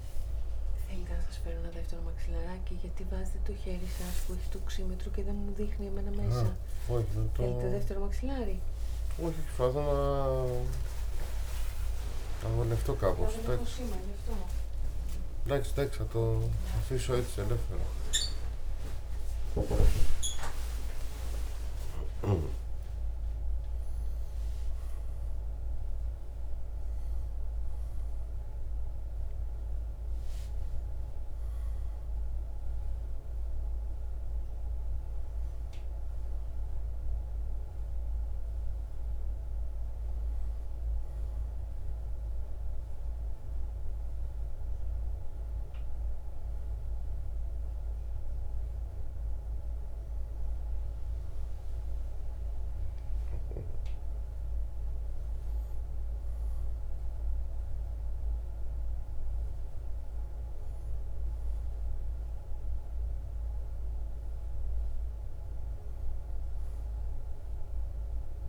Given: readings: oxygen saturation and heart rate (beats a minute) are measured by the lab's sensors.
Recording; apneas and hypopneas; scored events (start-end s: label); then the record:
a person awake in a sleep study, by a room microphone; none
2.00-8.00 s: drop in pulse transit time (device-marked, heart rate 62 before, 60 extreme)
4.00-64.00 s: new sleep stage, awake
8.50-12.50 s: snoring (device-marked)
21.00-33.00 s: drop in pulse transit time (device-marked, heart rate 83 before, 75 extreme)
64.00-68.49 s: new sleep stage, N1 (lightest sleep)
From the record:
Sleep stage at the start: N1 (lightest sleep); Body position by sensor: on the right side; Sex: male